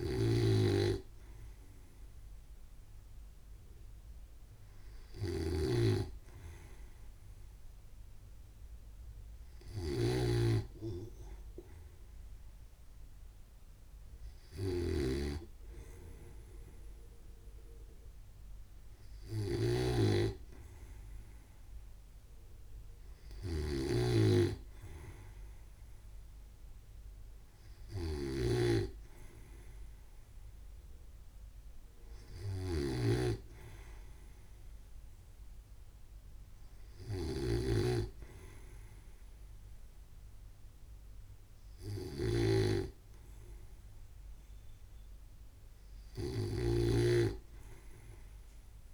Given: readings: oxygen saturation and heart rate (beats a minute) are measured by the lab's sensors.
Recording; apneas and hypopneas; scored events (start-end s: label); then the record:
breathing in sleep by a room microphone; none
0.00-48.94 s: snoring (device-marked)
From the record:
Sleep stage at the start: N2 (light sleep); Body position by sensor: on the right side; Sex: male